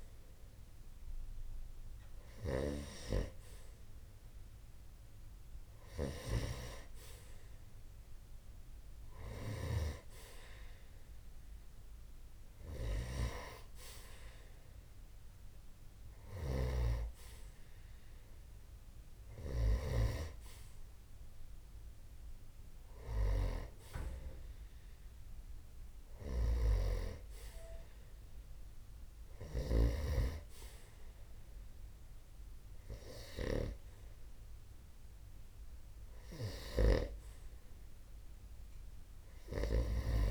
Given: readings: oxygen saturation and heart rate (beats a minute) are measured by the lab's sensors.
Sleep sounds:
breathing in sleep by a room microphone; none
15.50-19.50 s: snoring (device-marked)
25.50-29.50 s: snoring (device-marked)
36.00-39.50 s: snoring (device-marked)
From the record:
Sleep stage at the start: N2 (light sleep); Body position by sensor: on the right side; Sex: male

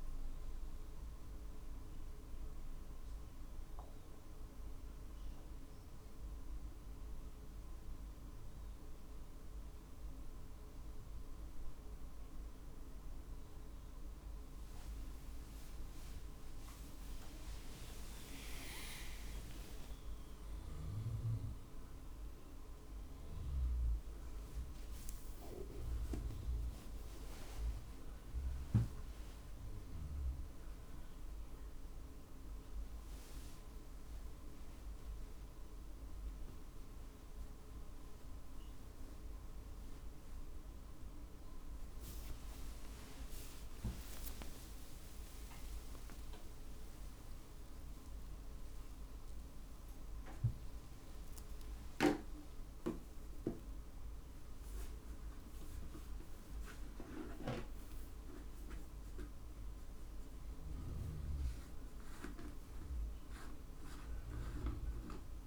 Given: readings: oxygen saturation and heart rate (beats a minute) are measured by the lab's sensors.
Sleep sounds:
a person awake in a sleep study, by a room microphone; none
20.00-22.00 s: long interval between heartbeats (device-marked, heart rate 54 before, 80 extreme)
21.00-33.00 s: drop in pulse transit time (device-marked, heart rate 55 before, 54 extreme)
43.50-45.50 s: long interval between heartbeats (device-marked, heart rate 58 before, 71 extreme)
46.00-51.00 s: tachycardia (device-marked, heart rate 52 before, 113 extreme)
48.50-50.50 s: long interval between heartbeats (device-marked, heart rate 60 before, 98 extreme)
57.00 s: drop in pulse transit time (device-marked)
From the record:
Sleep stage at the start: awake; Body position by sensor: on the right side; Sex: male

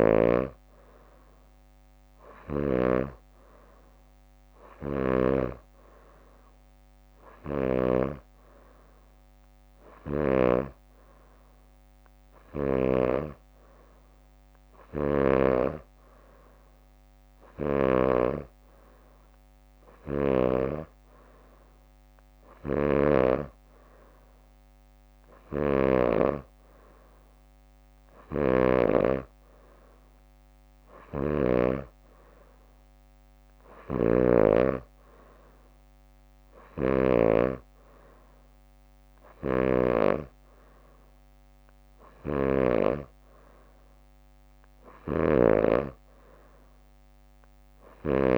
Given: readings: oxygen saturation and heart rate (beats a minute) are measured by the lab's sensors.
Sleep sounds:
breathing in sleep by a microphone on the trachea; none
0.00-3.00 s: snoring (device-marked)
15.00-20.50 s: snoring (device-marked)
22.50-29.00 s: snoring (device-marked)
33.50-37.00 s: snoring (device-marked)
39.00-40.50 s: leg movement (device-marked)
45.00-48.38 s: snoring (device-marked)
From the record:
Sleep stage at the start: N3 (deep sleep); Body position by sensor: on the back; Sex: female

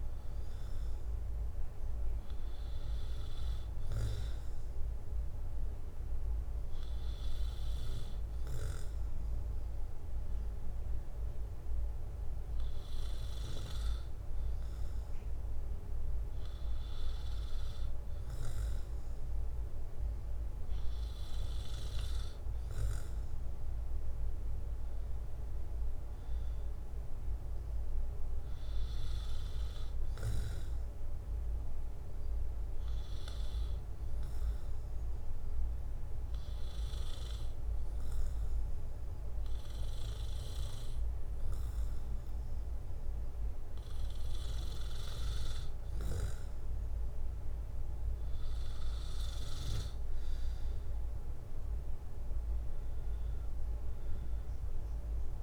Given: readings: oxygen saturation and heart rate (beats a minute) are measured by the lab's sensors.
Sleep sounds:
breathing in sleep, hard to hear, by a room microphone; 1
30.50-44.00 s: hypopnea (oxygen 95% before, 91% lowest, heart rate 68 before, 63 extreme, up 6 after)
46.00-49.00 s: arousal
49.50-55.43 s: oxygen desaturation (device-marked, oxygen 94% before, 91% lowest, heart rate 66 before, 63 extreme)
From the record:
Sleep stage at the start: N2 (light sleep); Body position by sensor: on the back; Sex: male

